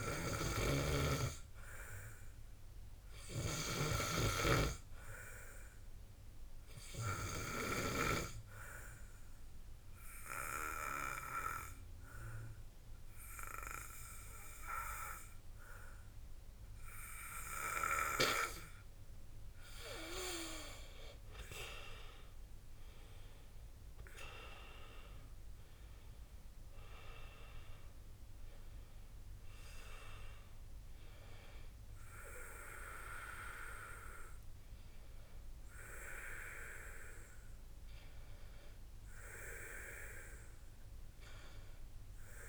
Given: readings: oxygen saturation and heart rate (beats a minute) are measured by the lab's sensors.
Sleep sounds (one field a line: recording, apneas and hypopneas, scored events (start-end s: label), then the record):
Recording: breathing in sleep by a room microphone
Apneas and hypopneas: 1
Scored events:
1.00-2.00 s: oxygen desaturation (device-marked, oxygen 95% before, 94% lowest, heart rate 54 before, 59 extreme)
6.00-18.50 s: obstructive apnea (oxygen 95% before, 85% lowest, heart rate 56 before, 52 extreme, up 14 after)
20.50-24.50 s: arousal
40.00-42.49 s: oxygen desaturation (device-marked, oxygen 91% before, 85% lowest, heart rate 63 before, 52 extreme)
From the record:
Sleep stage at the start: N2 (light sleep)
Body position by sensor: on the back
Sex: male